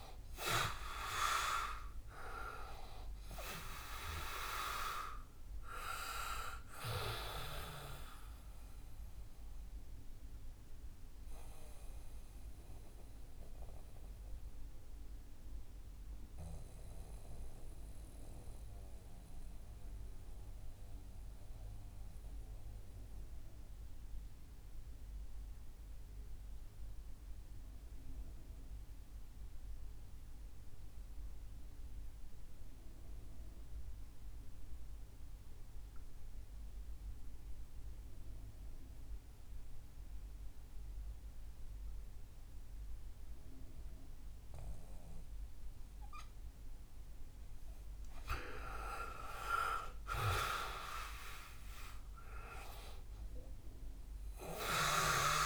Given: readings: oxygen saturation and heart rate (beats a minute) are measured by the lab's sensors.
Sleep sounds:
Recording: breathing in sleep by a room microphone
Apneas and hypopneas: 1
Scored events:
0.00-28.00 s: oxygen desaturation (device-marked, oxygen 85% lowest, heart rate 58 extreme)
9.00-45.00 s: mixed apnea (oxygen 98% before, 85% lowest, heart rate 65 before, 56 extreme, up 7 after)
46.00-55.46 s: oxygen desaturation (device-marked, oxygen 97% before, 88% lowest, heart rate 67 before, 56 extreme)
47.00-51.50 s: arousal
From the record:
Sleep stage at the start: N2 (light sleep)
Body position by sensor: on the back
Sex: male

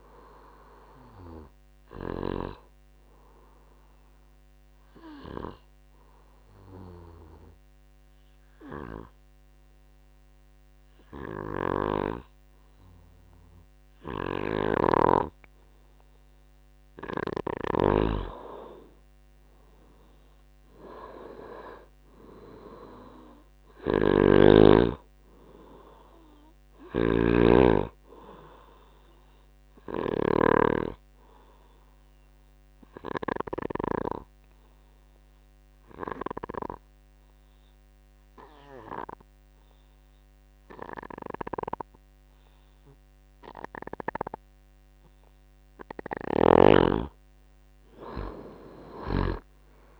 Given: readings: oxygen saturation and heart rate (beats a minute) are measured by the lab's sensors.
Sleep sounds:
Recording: breathing in sleep by a microphone on the trachea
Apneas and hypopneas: 2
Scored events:
0.00-7.00 s: oxygen desaturation (device-marked, oxygen 83% lowest, heart rate 56 extreme)
4.00-17.50 s: hypopnea (oxygen 96% before, 86% lowest, heart rate 82 before, 57 extreme, up 12 after)
19.00-22.50 s: arousal
24.00-42.00 s: oxygen desaturation (device-marked, oxygen 98% before, 90% lowest, heart rate 61 before, 57 extreme)
27.00-30.50 s: snoring (device-marked)
31.50-45.50 s: obstructive apnea (oxygen 98% before, 86% lowest, heart rate 63 before, 57 extreme, up 16 after)
49.00-50.00 s: arousal
From the record:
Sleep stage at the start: N2 (light sleep)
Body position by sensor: on the back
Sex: male

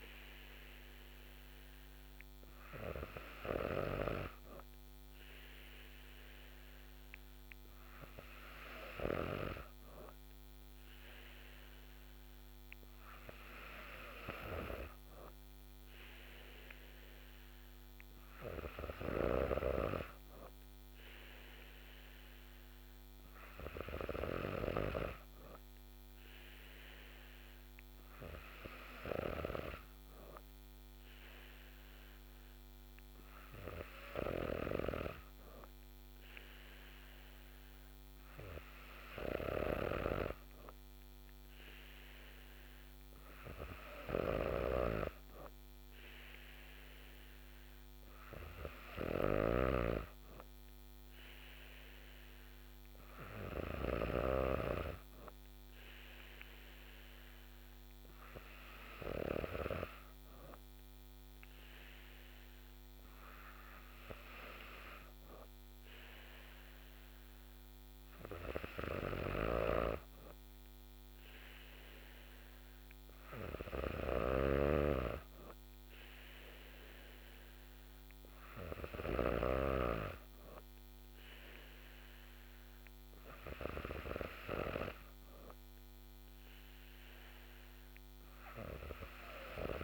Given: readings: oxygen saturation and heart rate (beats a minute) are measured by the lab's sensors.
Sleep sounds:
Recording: breathing in sleep by a microphone on the trachea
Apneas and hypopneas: none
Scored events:
0.00-4.00 s: snoring (device-marked)
49.00-54.00 s: snoring (device-marked)
69.00-74.50 s: snoring (device-marked)
From the record:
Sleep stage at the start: N3 (deep sleep)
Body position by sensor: on the back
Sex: female

